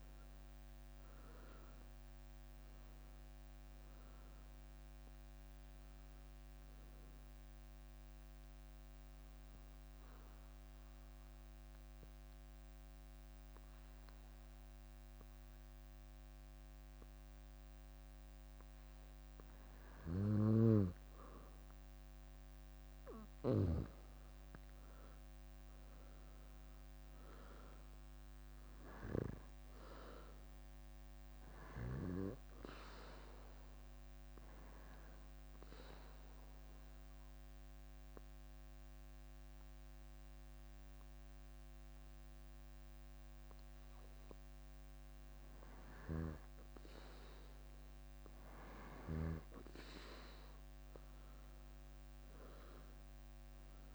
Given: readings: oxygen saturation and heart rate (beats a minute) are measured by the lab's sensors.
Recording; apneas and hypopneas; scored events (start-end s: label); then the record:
breathing in sleep by a microphone on the trachea; 2
0.00-16.50 s: oxygen desaturation (device-marked, oxygen 90% lowest, heart rate 56 extreme)
7.50-20.00 s: obstructive apnea (oxygen 95% before, 90% lowest, heart rate 69 before, 56 extreme, up 7 after)
20.00-23.50 s: snoring (device-marked)
24.00-28.00 s: arousal
30.50-45.50 s: oxygen desaturation (device-marked, oxygen 98% before, 92% lowest, heart rate 65 before, 56 extreme)
32.50-41.50 s: bradycardia (device-marked, heart rate 65 before, 56 extreme)
34.00-46.00 s: obstructive apnea (oxygen 98% before, 92% lowest, heart rate 66 before, 56 extreme, up 15 after)
50.50-53.95 s: arousal
From the record:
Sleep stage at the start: N2 (light sleep); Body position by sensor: on the back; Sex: female